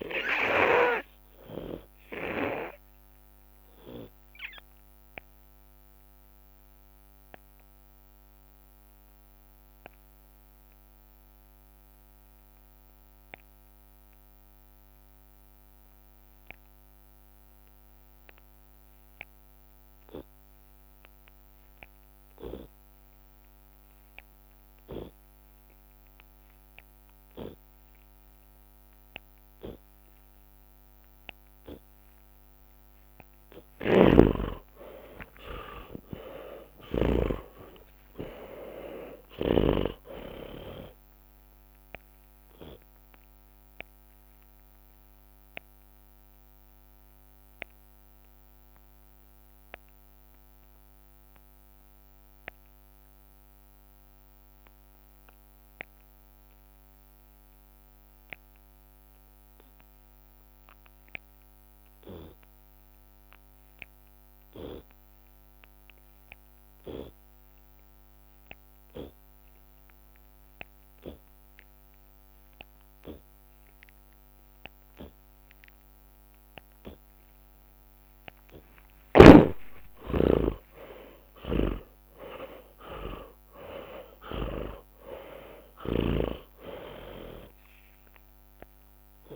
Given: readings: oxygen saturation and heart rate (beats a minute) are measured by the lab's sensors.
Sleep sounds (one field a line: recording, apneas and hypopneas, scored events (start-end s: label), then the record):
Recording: breathing in sleep by a microphone on the trachea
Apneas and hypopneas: 2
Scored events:
0.00-6.50 s: tachycardia (device-marked, heart rate 129 extreme)
2.00-4.00 s: long interval between heartbeats (device-marked, heart rate 89 before, 105 extreme)
3.50-14.50 s: drop in pulse transit time (device-marked, heart rate 94 before, 67 extreme)
4.00-6.00 s: long interval between heartbeats (device-marked, heart rate 94 before, 125 extreme)
4.50-33.50 s: obstructive apnea (oxygen 99% before, 71% lowest)
6.00-8.00 s: long interval between heartbeats (device-marked, heart rate 101 before, 128 extreme)
8.50-10.50 s: long interval between heartbeats (device-marked, heart rate 109 before, 99 extreme)
15.50-32.50 s: oxygen desaturation (device-marked, oxygen 95% before, 71% lowest)
18.50-25.50 s: tachycardia (device-marked, heart rate 80 before, 118 extreme)
19.00-21.00 s: long interval between heartbeats (device-marked, heart rate 95 before, 73 extreme)
22.50-24.50 s: long interval between heartbeats (device-marked, heart rate 91 before, 108 extreme)
25.50-27.50 s: long interval between heartbeats (device-marked, heart rate 90 before, 106 extreme)
27.50-29.50 s: long interval between heartbeats (device-marked, heart rate 88 before, 88 extreme)
27.50-37.50 s: tachycardia (device-marked, heart rate 80 before, 117 extreme)
30.00-32.00 s: long interval between heartbeats (device-marked, heart rate 87 before, 100 extreme)
32.00-34.00 s: long interval between heartbeats (device-marked, heart rate 89 before, 105 extreme)
34.00-36.00 s: long interval between heartbeats (device-marked, heart rate 92 before, 111 extreme)
34.00-37.50 s: snoring (device-marked)
34.50-38.50 s: arousal
37.50-52.50 s: drop in pulse transit time (device-marked)
42.00-44.00 s: long interval between heartbeats (device-marked, heart rate 106 before, 33 extreme)
43.50-78.00 s: obstructive apnea (oxygen 97% before, 73% lowest)
44.00-46.00 s: long interval between heartbeats (device-marked, heart rate 99 before, 53 extreme)
44.50-59.50 s: tachycardia (device-marked, heart rate 81 before, 146 extreme)
49.00-51.00 s: long interval between heartbeats (device-marked, heart rate 89 before, 126 extreme)
51.50-53.50 s: long interval between heartbeats (device-marked, heart rate 94 before, 130 extreme)
56.00-58.00 s: long interval between heartbeats (device-marked, heart rate 98 before, 110 extreme)
60.00-62.00 s: long interval between heartbeats (device-marked, heart rate 97 before, 104 extreme)
61.50-75.50 s: oxygen desaturation (device-marked, oxygen 97% before, 73% lowest)
64.50-66.50 s: drop in pulse transit time (device-marked, heart rate 108 before, 96 extreme)
64.50-73.50 s: tachycardia (device-marked, heart rate 81 before, 137 extreme)
65.50-67.50 s: long interval between heartbeats (device-marked, heart rate 111 before, 96 extreme)
70.50-72.50 s: long interval between heartbeats (device-marked, heart rate 111 before, 137 extreme)
73.50-75.50 s: long interval between heartbeats (device-marked, heart rate 111 before, 127 extreme)
78.00-80.00 s: long interval between heartbeats (device-marked, heart rate 111 before, 95 extreme)
79.50-84.50 s: arousal
81.50-86.50 s: snoring (device-marked)
81.50-89.36 s: drop in pulse transit time (device-marked, heart rate 106 before, 68 extreme)
82.00-84.00 s: long interval between heartbeats (device-marked, heart rate 106 before, 68 extreme)
84.00-86.00 s: long interval between heartbeats (device-marked, heart rate 104 before, 78 extreme)
From the record:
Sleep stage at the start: N2 (light sleep)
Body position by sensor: on the left side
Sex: male